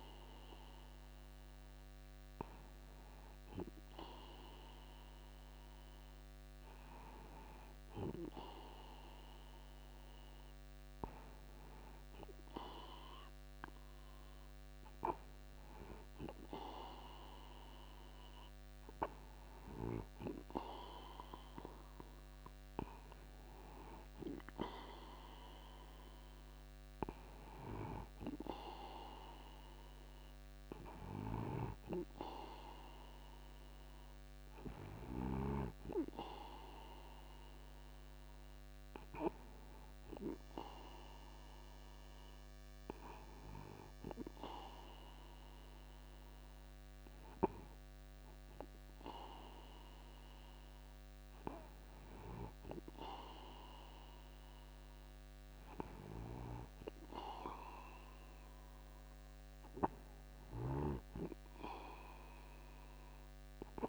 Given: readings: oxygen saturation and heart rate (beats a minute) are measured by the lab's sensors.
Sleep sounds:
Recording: breathing in sleep by a microphone on the trachea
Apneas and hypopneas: none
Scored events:
0.00-1.00 s: long interval between heartbeats (device-marked)
3.00-5.00 s: long interval between heartbeats (device-marked)
16.00-18.00 s: long interval between heartbeats (device-marked)
19.50-21.50 s: long interval between heartbeats (device-marked)
31.00-33.00 s: long interval between heartbeats (device-marked)
52.50-54.50 s: long interval between heartbeats (device-marked)
56.00-58.00 s: long interval between heartbeats (device-marked)
61.00-63.00 s: long interval between heartbeats (device-marked)
From the record:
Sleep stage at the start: N2 (light sleep)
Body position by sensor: upright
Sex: male

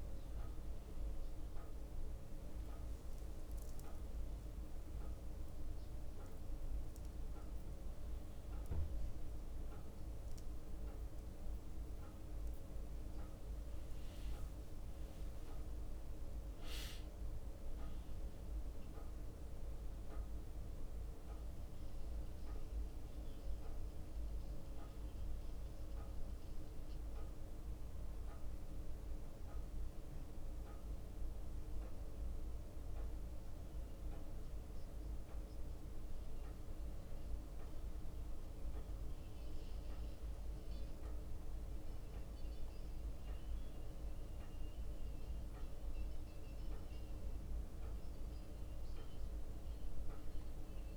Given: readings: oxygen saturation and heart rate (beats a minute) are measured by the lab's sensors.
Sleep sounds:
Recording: a person awake in a sleep study, hard to hear, by a room microphone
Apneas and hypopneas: none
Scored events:
0.00-3.50 s: drop in pulse transit time (device-marked, heart rate 58 extreme)
0.00-5.50 s: bradycardia (device-marked, heart rate 58 extreme)
2.50-4.50 s: leg movement (device-marked)
6.50-7.50 s: leg movement (device-marked)
8.50-10.50 s: bradycardia (device-marked, heart rate 60 before, 60 extreme)
13.50-16.00 s: leg movement (device-marked)
14.50-16.50 s: long interval between heartbeats (device-marked, heart rate 59 before, 68 extreme)
20.50-38.50 s: drop in pulse transit time (device-marked, heart rate 62 before, 58 extreme)
21.00-26.00 s: leg movement (device-marked)
24.50-40.50 s: bradycardia (device-marked, heart rate 60 before, 58 extreme)
28.00-33.50 s: leg movement (device-marked)
35.50-42.00 s: leg movement (device-marked)
44.50-50.97 s: leg movement (device-marked)
46.50-50.97 s: bradycardia (device-marked, heart rate 60 before, 59 extreme)
From the record:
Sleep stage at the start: awake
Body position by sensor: on the back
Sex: male

